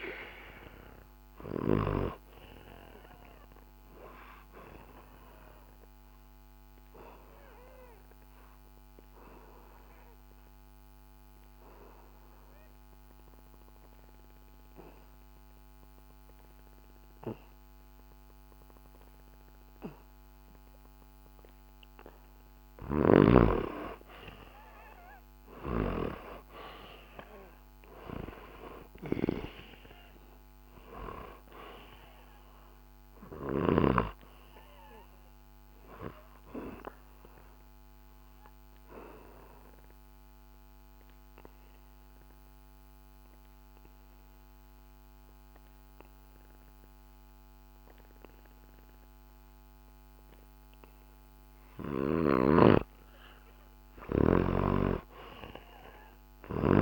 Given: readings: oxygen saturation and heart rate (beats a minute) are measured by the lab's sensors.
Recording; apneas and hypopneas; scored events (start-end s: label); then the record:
breathing in sleep by a microphone on the trachea; 2
0.00-26.50 s: oxygen desaturation (device-marked, oxygen 90% lowest, heart rate 64 extreme)
3.00-22.00 s: obstructive apnea (oxygen 97% before, 90% lowest, heart rate 65 before, 64 extreme)
25.00-29.00 s: arousal
34.50-52.50 s: obstructive apnea (oxygen 97% before, 90% lowest, heart rate 66 before, 54 extreme)
40.50-51.50 s: oxygen desaturation (device-marked, oxygen 97% before, 92% lowest, heart rate 65 before, 54 extreme)
52.00-56.82 s: snoring (device-marked)
54.50-56.82 s: arousal
From the record:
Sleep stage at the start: N2 (light sleep); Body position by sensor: on the back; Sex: male